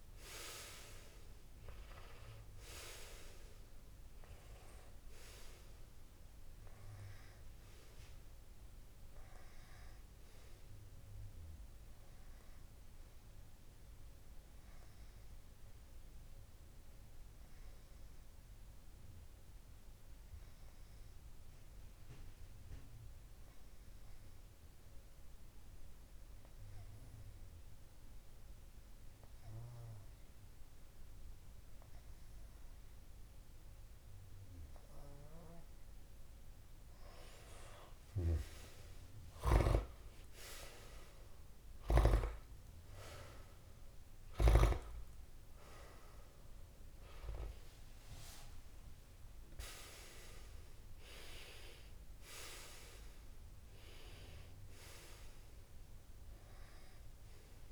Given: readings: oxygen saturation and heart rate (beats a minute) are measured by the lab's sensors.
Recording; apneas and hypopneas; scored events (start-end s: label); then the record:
breathing in sleep by a room microphone; 1
0.00-1.00 s: oxygen desaturation (device-marked, oxygen 95% lowest)
19.00-36.00 s: obstructive apnea (oxygen 98% before, 97% lowest)
45.50-49.50 s: arousal
From the record:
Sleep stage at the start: N2 (light sleep); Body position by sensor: on the back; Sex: male